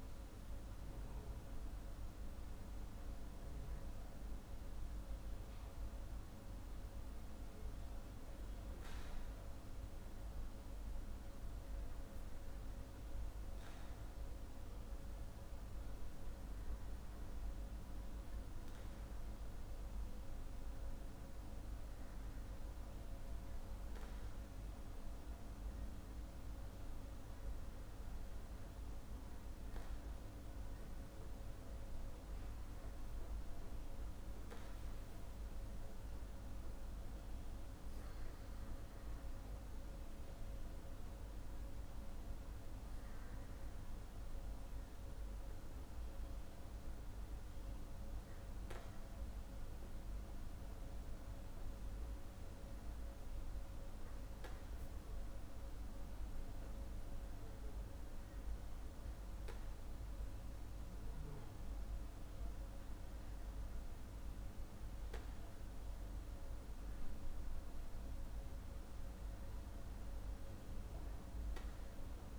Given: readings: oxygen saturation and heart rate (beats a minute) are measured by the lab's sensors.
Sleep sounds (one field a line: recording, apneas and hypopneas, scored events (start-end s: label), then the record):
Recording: breathing in sleep, hard to hear, by a room microphone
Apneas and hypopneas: none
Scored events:
none scored
From the record:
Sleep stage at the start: N2 (light sleep)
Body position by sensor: on the back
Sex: male